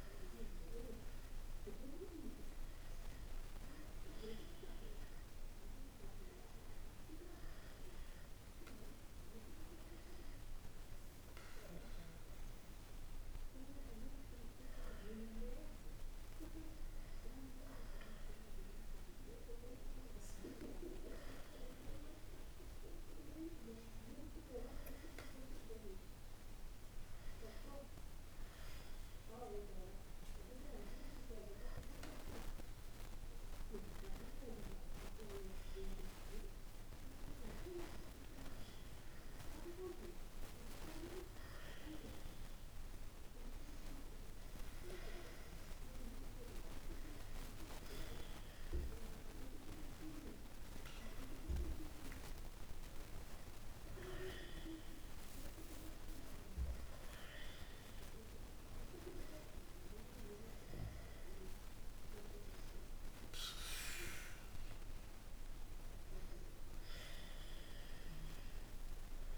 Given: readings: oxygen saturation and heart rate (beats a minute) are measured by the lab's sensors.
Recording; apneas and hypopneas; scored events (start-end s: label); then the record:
breathing in sleep by a room microphone; none
none scored
From the record:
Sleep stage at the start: N1 (lightest sleep); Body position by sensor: on the back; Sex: male